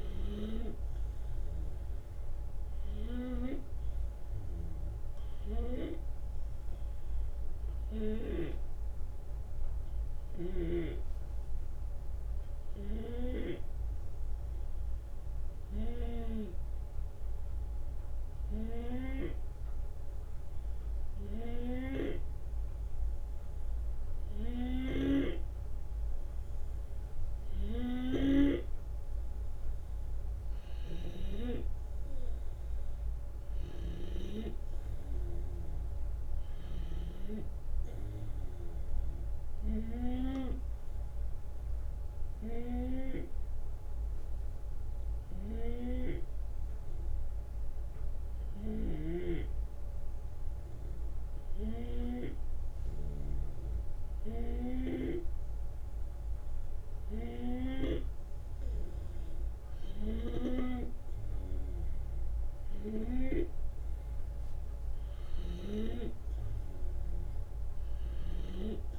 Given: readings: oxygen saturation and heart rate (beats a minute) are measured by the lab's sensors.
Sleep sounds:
breathing in sleep by a room microphone; 2
6.50-17.00 s: obstructive apnea (oxygen 93% before, 90% lowest)
19.50-22.50 s: arousal
28.00-37.00 s: snoring (device-marked)
41.50-54.00 s: hypopnea (oxygen 93% before, 90% lowest)
48.50-60.50 s: snoring (device-marked)
58.00-61.50 s: arousal
From the record:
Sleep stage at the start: N2 (light sleep); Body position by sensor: on the left side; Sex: male

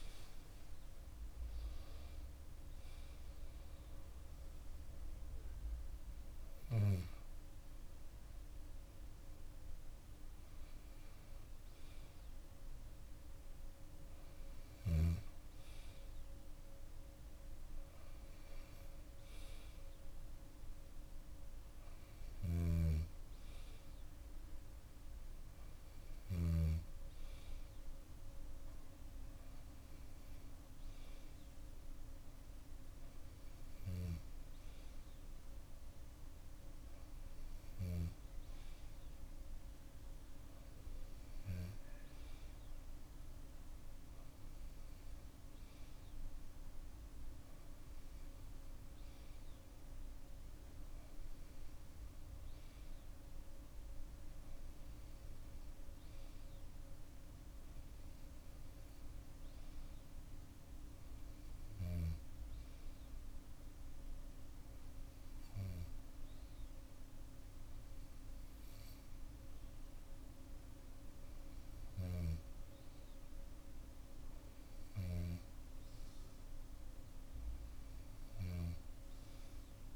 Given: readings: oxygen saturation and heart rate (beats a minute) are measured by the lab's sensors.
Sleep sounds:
breathing in sleep, hard to hear, by a room microphone; none
22.00-26.50 s: snoring (device-marked)
From the record:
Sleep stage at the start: N2 (light sleep); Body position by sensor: on the back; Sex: female

